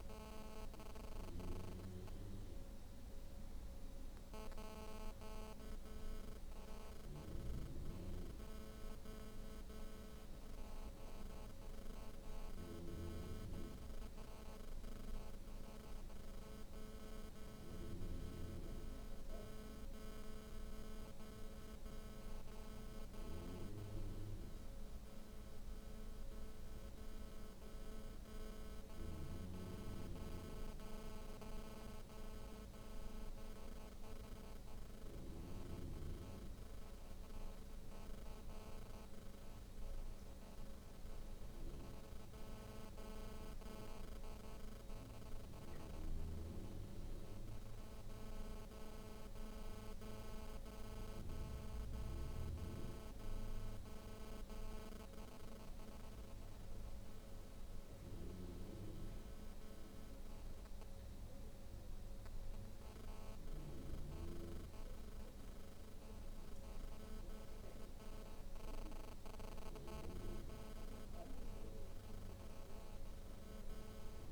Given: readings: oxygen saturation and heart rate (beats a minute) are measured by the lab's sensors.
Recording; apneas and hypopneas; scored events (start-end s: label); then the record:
breathing in sleep by a room microphone; none
none scored
From the record:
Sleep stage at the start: N2 (light sleep); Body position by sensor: on the back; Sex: female